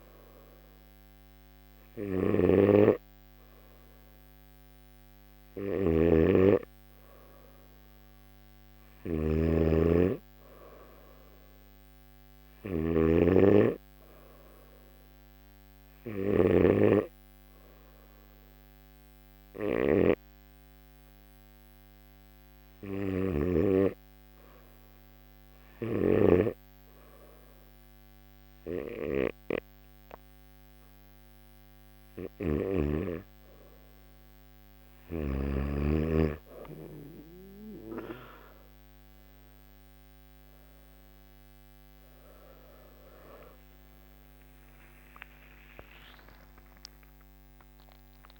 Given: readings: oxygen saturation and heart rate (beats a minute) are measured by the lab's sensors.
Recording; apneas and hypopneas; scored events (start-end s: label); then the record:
breathing in sleep by a microphone on the trachea; 1
5.50-16.50 s: snoring (device-marked)
17.50-31.00 s: hypopnea (oxygen 96% before, 93% lowest, heart rate 54 before, 50 extreme, up 7 after)
37.50-46.50 s: oxygen desaturation (device-marked, oxygen 96% before, 93% lowest, heart rate 53 before, 55 extreme)
From the record:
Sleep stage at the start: N1 (lightest sleep); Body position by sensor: on the back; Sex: male